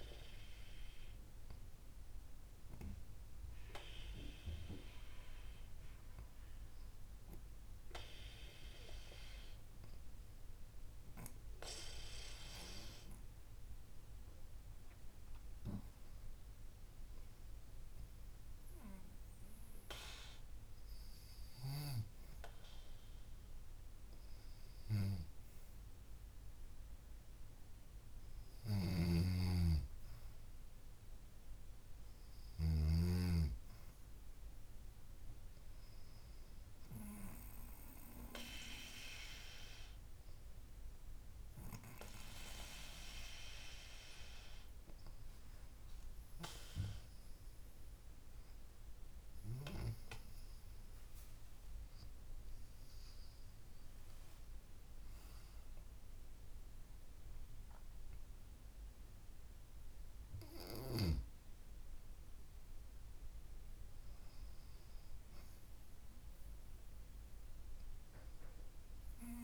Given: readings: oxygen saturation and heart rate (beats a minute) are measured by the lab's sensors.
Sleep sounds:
breathing in sleep by a room microphone; none
29.00-33.00 s: snoring (device-marked)
52.00-55.50 s: arousal
From the record:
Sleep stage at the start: N2 (light sleep); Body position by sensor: on the back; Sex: female

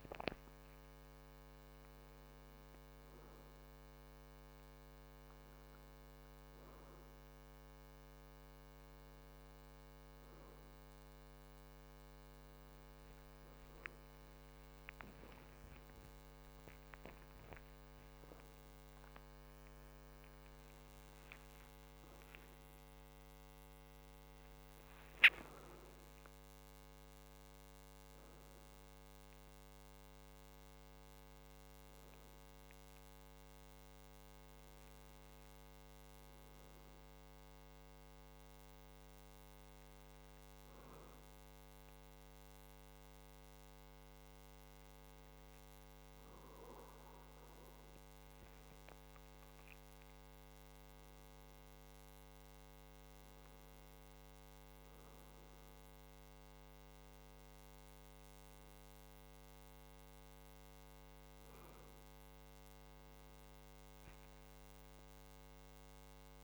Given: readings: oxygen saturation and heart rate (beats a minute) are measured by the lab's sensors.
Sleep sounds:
a person awake in a sleep study, hard to hear, by a microphone on the trachea; none
none scored
From the record:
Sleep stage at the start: awake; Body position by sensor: on the back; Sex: male

